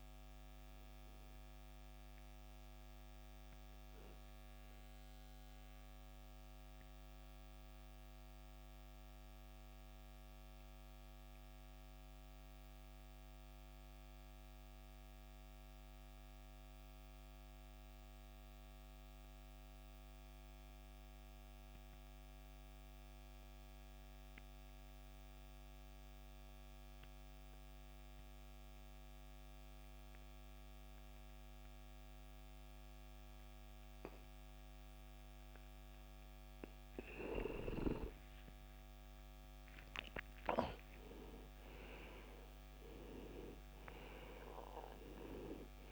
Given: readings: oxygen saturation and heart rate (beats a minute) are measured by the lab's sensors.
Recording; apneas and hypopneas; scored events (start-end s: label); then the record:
breathing in sleep by a microphone on the trachea; 1
0.00-16.00 s: oxygen desaturation (device-marked, oxygen 82% lowest, heart rate 56 extreme)
1.00-37.50 s: obstructive apnea (oxygen 97% before, 78% lowest, heart rate 78 before, 56 extreme, up 17 after)
38.50-43.50 s: arousal
42.00-45.92 s: oxygen desaturation (device-marked, oxygen 97% before, 78% lowest, heart rate 61 before, 54 extreme)
From the record:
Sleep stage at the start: N2 (light sleep); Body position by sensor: on the back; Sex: male